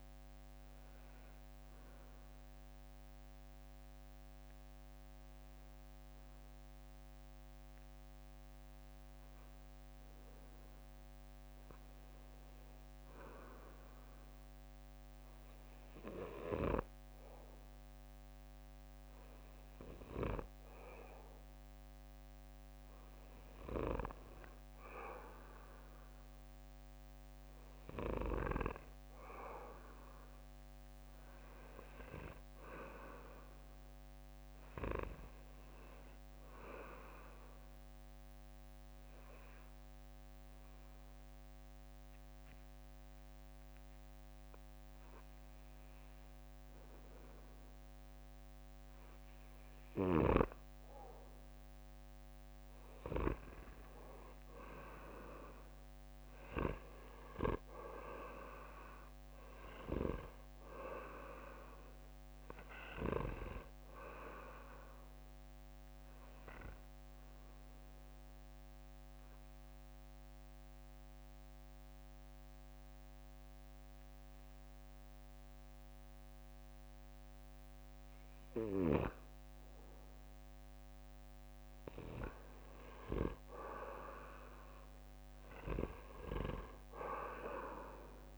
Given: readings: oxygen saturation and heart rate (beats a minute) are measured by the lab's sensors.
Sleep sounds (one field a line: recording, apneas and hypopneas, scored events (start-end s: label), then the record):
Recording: breathing in sleep by a microphone on the trachea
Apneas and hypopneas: 3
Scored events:
0.00-9.50 s: oxygen desaturation (device-marked, oxygen 90% lowest, heart rate 55 extreme)
2.00-13.50 s: obstructive apnea (oxygen 95% before, 90% lowest, heart rate 66 before, 56 extreme, up 7 after)
18.50-21.50 s: arousal
36.50-49.00 s: obstructive apnea (oxygen 97% before, 91% lowest, heart rate 64 before, 59 extreme, up 6 after)
52.00-56.00 s: arousal
56.50-76.50 s: oxygen desaturation (device-marked, oxygen 95% before, 91% lowest, heart rate 64 before, 58 extreme)
67.50-79.00 s: obstructive apnea (oxygen 95% before, 90% lowest, heart rate 67 before, 58 extreme, up 9 after)
81.00-83.50 s: arousal
85.50-88.38 s: oxygen desaturation (device-marked, oxygen 97% before, 92% lowest, heart rate 62 before, 61 extreme)
From the record:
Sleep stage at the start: N2 (light sleep)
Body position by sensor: on the back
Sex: male